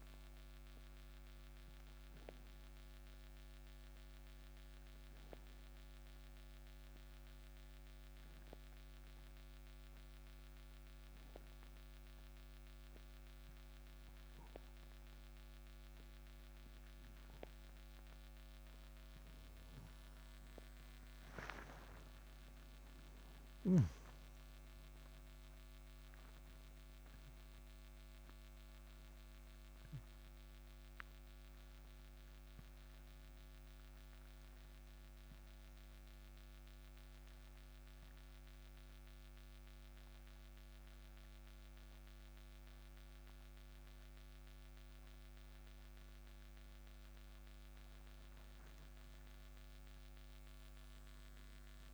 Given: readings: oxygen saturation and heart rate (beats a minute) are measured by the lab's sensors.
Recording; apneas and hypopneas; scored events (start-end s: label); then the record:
breathing in sleep, hard to hear, by a microphone on the trachea; 2
2.00-18.00 s: obstructive apnea (oxygen 96% before, 91% lowest, heart rate 60 before, 60 extreme, up 5 after)
23.00-27.00 s: arousal
36.00-46.50 s: hypopnea (oxygen 96% before, 90% lowest, heart rate 63 before, 59 extreme, up 5 after)
38.00-51.93 s: oxygen desaturation (device-marked, oxygen 95% before, 91% lowest, heart rate 64 before, 59 extreme)
50.50-51.93 s: arousal
From the record:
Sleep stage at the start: N2 (light sleep); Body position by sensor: on the right side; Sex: male